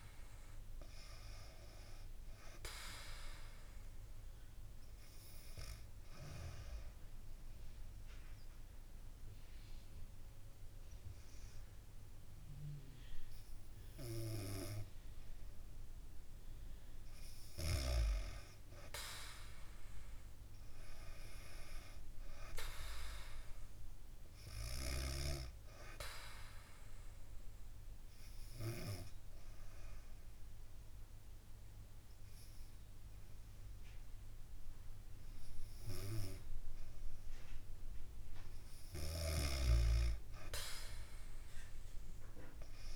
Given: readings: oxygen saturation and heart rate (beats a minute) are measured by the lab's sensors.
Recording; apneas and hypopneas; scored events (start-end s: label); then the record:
breathing in sleep by a room microphone; 2
0.00-1.00 s: arousal
3.50-18.50 s: oxygen desaturation (device-marked, oxygen 97% before, 93% lowest, heart rate 67 before, 64 extreme)
6.50-16.50 s: obstructive apnea (oxygen 98% before, 93% lowest, heart rate 68 before, 64 extreme, up 2 after)
18.00-21.50 s: arousal
25.50-36.50 s: obstructive apnea (oxygen 98% before, 94% lowest, heart rate 68 before, 62 extreme, up 4 after)
38.50-41.50 s: arousal
39.00-42.95 s: snoring (device-marked)
From the record:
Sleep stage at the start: N2 (light sleep); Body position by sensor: on the back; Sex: female